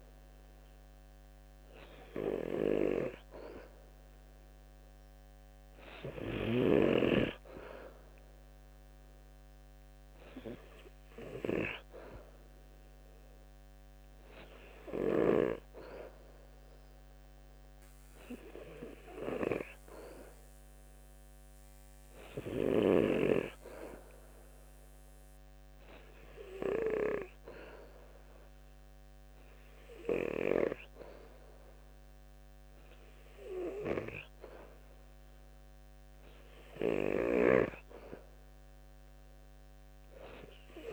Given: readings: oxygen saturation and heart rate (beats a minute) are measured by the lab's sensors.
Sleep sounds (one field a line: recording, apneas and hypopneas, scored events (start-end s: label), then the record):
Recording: breathing in sleep by a microphone on the trachea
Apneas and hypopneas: none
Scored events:
0.00-8.00 s: oxygen desaturation (device-marked, oxygen 89% lowest, heart rate 69 extreme)
From the record:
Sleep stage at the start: N2 (light sleep)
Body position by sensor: on the back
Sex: male